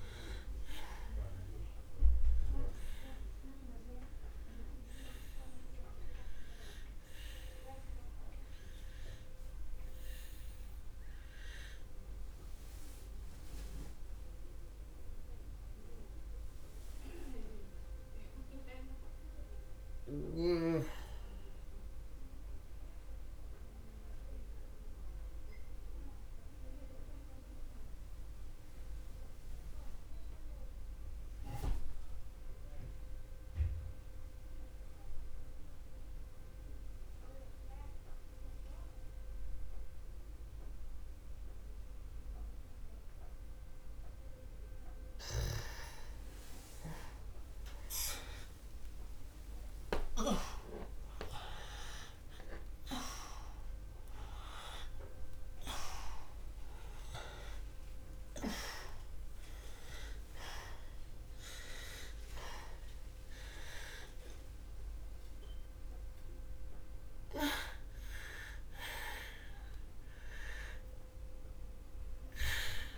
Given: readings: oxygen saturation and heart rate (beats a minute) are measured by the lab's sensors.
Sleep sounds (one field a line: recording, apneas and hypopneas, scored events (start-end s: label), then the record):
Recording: breathing in sleep by a room microphone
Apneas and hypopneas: 1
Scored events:
0.00-26.50 s: oxygen desaturation (device-marked, oxygen 88% lowest, heart rate 52 extreme)
5.50-45.50 s: obstructive apnea (oxygen 98% before, 82% lowest, heart rate 59 before, 36 extreme, up 0 after)
47.00-51.50 s: arousal
50.50-72.98 s: oxygen desaturation (device-marked, oxygen 97% before, 82% lowest, heart rate 59 before, 36 extreme)
From the record:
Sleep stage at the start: N2 (light sleep)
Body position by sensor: on the back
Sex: male